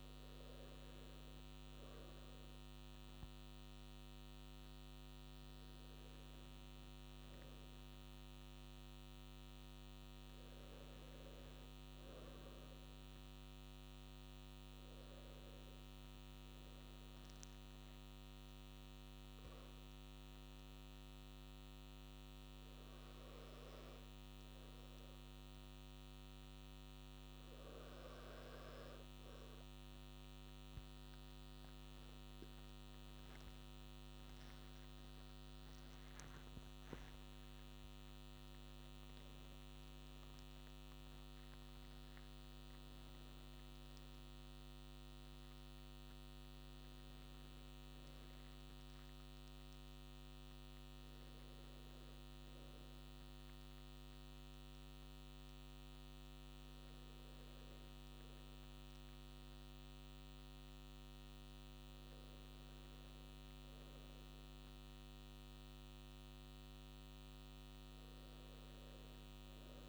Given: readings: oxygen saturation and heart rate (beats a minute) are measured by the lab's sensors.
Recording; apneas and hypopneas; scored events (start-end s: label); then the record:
breathing in sleep, hard to hear, by a microphone on the trachea; 1
10.50-15.00 s: arousal
17.00-31.00 s: obstructive apnea (oxygen 97% before, 95% lowest)
34.50-38.00 s: arousal
From the record:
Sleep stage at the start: N2 (light sleep); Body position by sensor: on the right side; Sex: male